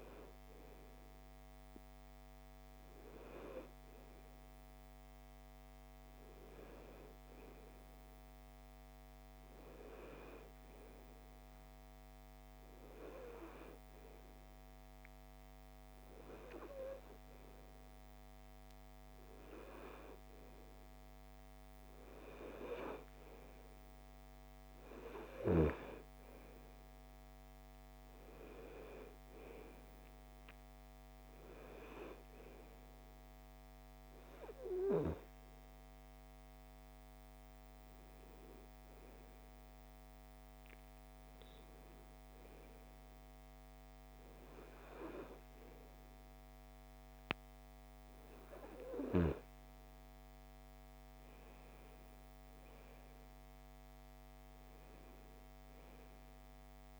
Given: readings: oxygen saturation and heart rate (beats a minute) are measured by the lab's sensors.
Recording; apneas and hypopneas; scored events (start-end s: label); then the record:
breathing in sleep by a microphone on the trachea; none
0.00-9.00 s: oxygen desaturation (device-marked, oxygen 92% lowest, heart rate 48 extreme)
From the record:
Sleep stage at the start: N2 (light sleep); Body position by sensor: on the right side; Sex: female